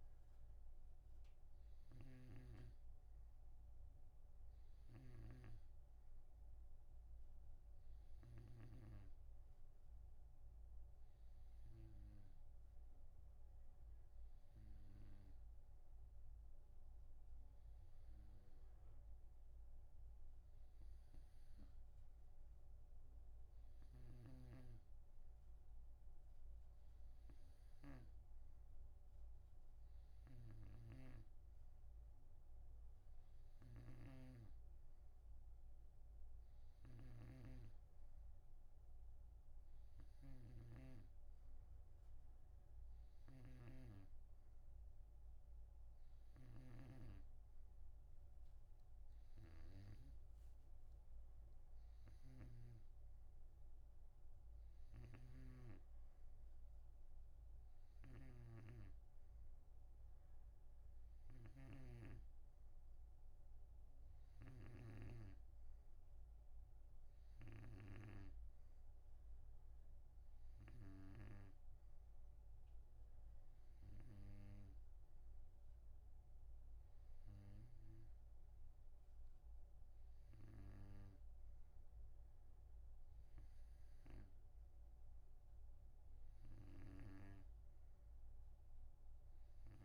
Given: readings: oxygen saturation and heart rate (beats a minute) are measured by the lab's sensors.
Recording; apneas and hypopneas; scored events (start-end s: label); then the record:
breathing in sleep by a room microphone; none
31.00-53.00 s: snoring (device-marked)
55.00-65.00 s: snoring (device-marked)
55.50-69.50 s: oxygen desaturation (device-marked, oxygen 93% before, 90% lowest, heart rate 91 before, 65 extreme)
From the record:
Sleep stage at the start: N2 (light sleep); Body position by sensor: on the right side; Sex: male